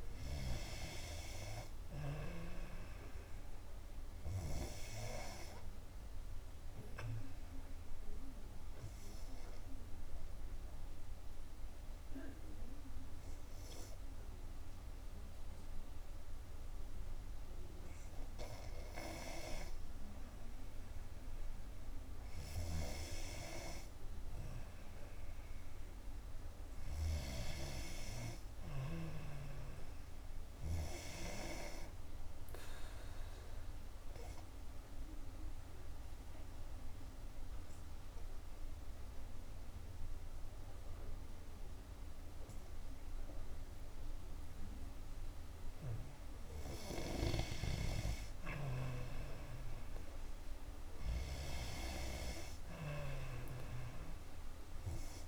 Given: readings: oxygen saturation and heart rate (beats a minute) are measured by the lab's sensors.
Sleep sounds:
breathing in sleep by a room microphone; 2
0.00-1.00 s: oxygen desaturation (device-marked, oxygen 89% lowest, heart rate 59 extreme)
0.00-2.50 s: arousal
7.00-22.00 s: obstructive apnea (oxygen 93% before, 88% lowest, heart rate 65 before, 59 extreme, up 6 after)
13.00-27.00 s: oxygen desaturation (device-marked, oxygen 93% before, 88% lowest, heart rate 65 before, 60 extreme)
26.00-30.00 s: arousal
34.00-45.50 s: obstructive apnea (oxygen 93% before, 88% lowest, heart rate 62 before, 62 extreme, up 3 after)
37.00-54.00 s: oxygen desaturation (device-marked, oxygen 93% before, 89% lowest, heart rate 63 before, 62 extreme)
47.50-51.00 s: arousal
From the record:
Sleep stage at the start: N2 (light sleep); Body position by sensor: on the back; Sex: female

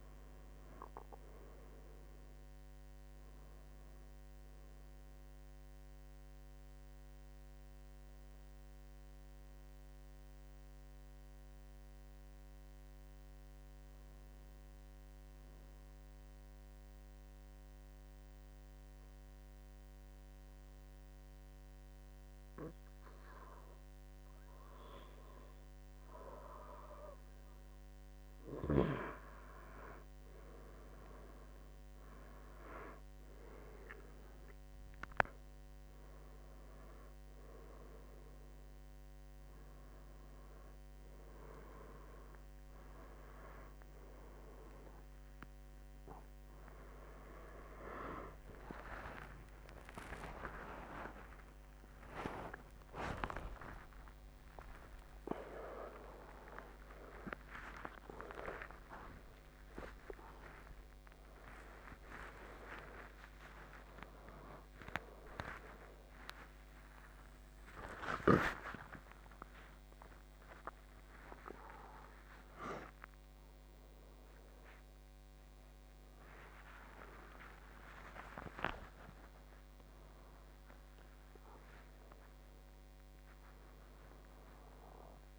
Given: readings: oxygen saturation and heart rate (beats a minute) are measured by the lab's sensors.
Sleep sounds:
a person awake in a sleep study, by a microphone on the trachea; 1
5.00-27.50 s: obstructive apnea (oxygen 95% before, 92% lowest, heart rate 86 before, 72 extreme, up 11 after)
19.50-85.39 s: new sleep stage, awake
31.50-49.50 s: oxygen desaturation (device-marked, oxygen 97% before, 92% lowest, heart rate 80 before, 83 extreme)
From the record:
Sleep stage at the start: N2 (light sleep); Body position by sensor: on the right side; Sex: male

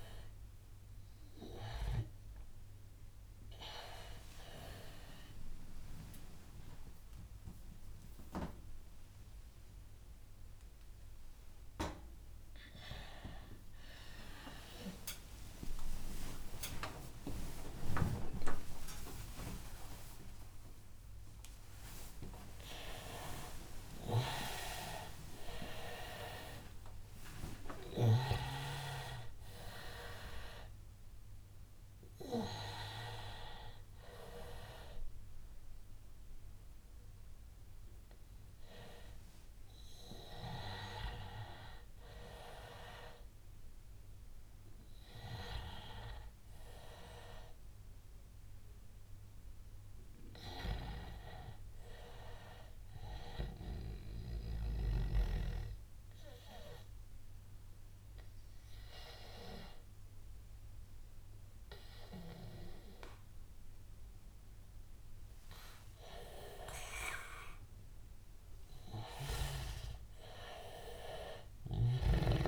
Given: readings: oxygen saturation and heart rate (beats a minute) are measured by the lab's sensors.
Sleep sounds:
a person partly awake in a sleep study, by a room microphone; 1
0.00-20.00 s: oxygen desaturation (device-marked, oxygen 86% lowest, heart rate 90 extreme)
3.50-5.50 s: long interval between heartbeats (device-marked, heart rate 88 before, 99 extreme)
6.00-36.00 s: new sleep stage, awake
15.00-17.00 s: long interval between heartbeats (device-marked, heart rate 96 before, 113 extreme)
17.00-19.00 s: long interval between heartbeats (device-marked, heart rate 98 before, 130 extreme)
27.00-29.00 s: long interval between heartbeats (device-marked, heart rate 109 before, 119 extreme)
36.00-72.48 s: new sleep stage, N2 (light sleep)
53.50-65.50 s: obstructive apnea (oxygen 100% before, 88% lowest, heart rate 104 before, 83 extreme, up 7 after)
65.00-72.48 s: oxygen desaturation (device-marked, oxygen 98% before, 93% lowest, heart rate 92 before, 85 extreme)
66.00-70.50 s: arousal
From the record:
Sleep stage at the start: N2 (light sleep); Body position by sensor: on the back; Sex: male

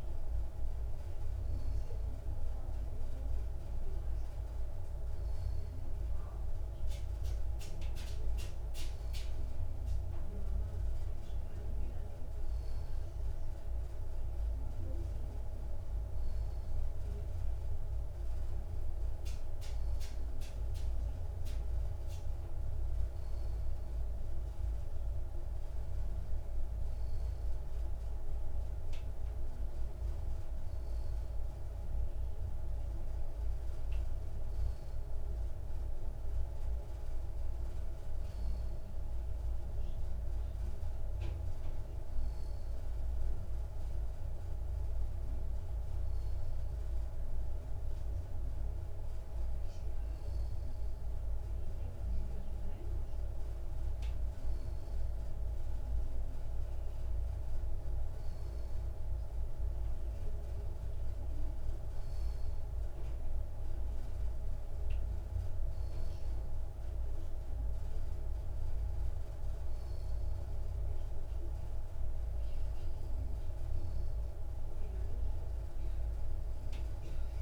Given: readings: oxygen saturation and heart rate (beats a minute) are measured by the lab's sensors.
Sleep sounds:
breathing in sleep, hard to hear, by a room microphone; none
none scored
From the record:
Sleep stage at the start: N2 (light sleep); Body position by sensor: on the back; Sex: male

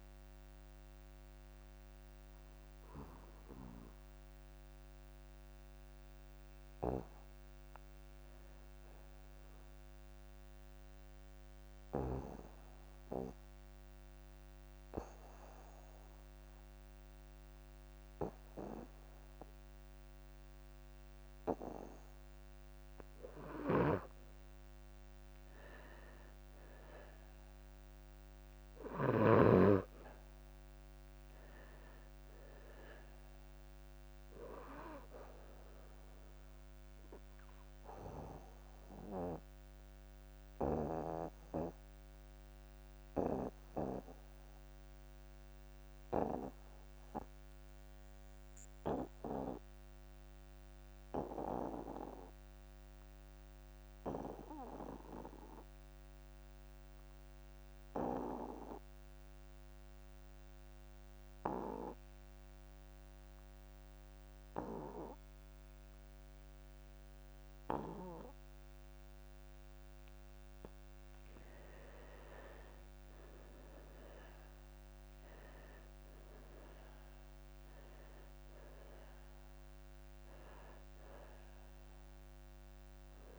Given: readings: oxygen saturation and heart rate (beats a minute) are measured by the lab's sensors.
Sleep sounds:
breathing in sleep by a microphone on the trachea; 2
0.00-8.50 s: oxygen desaturation (device-marked, oxygen 73% lowest)
1.50-24.50 s: obstructive apnea (oxygen 84% before, 73% lowest)
19.50-21.50 s: long interval between heartbeats (device-marked)
26.00-29.00 s: arousal
28.50-52.50 s: oxygen desaturation (device-marked, oxygen 99% before, 86% lowest)
38.50-70.50 s: obstructive apnea (oxygen 99% before, 79% lowest)
64.50-83.39 s: oxygen desaturation (device-marked, oxygen 97% before, 79% lowest)
72.00-76.00 s: arousal
From the record:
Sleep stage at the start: N2 (light sleep); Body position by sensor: on the back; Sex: male

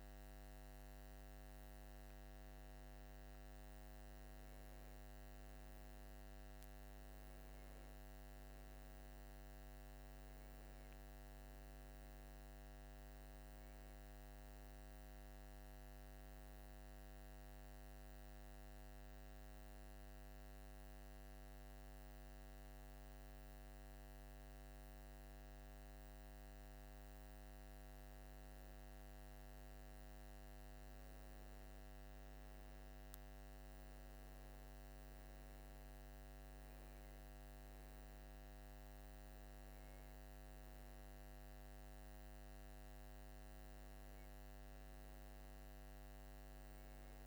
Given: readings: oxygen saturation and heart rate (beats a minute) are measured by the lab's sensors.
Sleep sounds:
breathing in sleep, hard to hear, by a microphone on the trachea; none
none scored
From the record:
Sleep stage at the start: N2 (light sleep); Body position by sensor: on the right side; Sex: male

